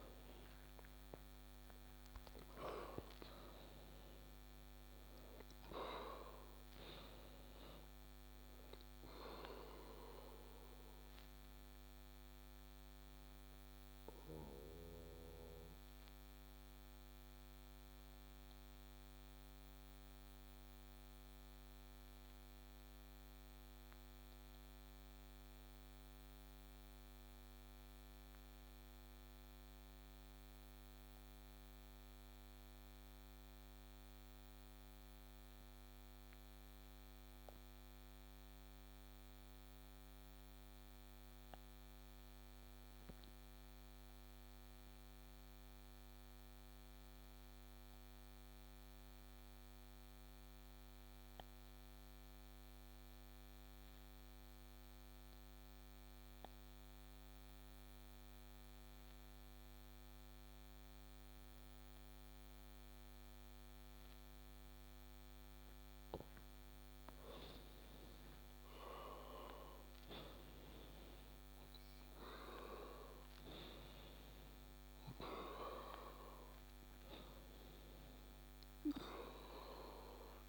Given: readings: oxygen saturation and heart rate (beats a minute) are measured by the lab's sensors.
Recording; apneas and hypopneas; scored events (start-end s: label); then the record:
breathing in sleep by a microphone on the trachea; 1
0.00-1.00 s: arousal
0.00-32.00 s: oxygen desaturation (device-marked, oxygen 87% lowest)
10.50-65.50 s: obstructive apnea (oxygen 95% before, 87% lowest)
68.00-72.00 s: arousal
69.00-80.49 s: oxygen desaturation (device-marked, oxygen 96% before, 88% lowest)
From the record:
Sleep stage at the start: N2 (light sleep); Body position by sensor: on the back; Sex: male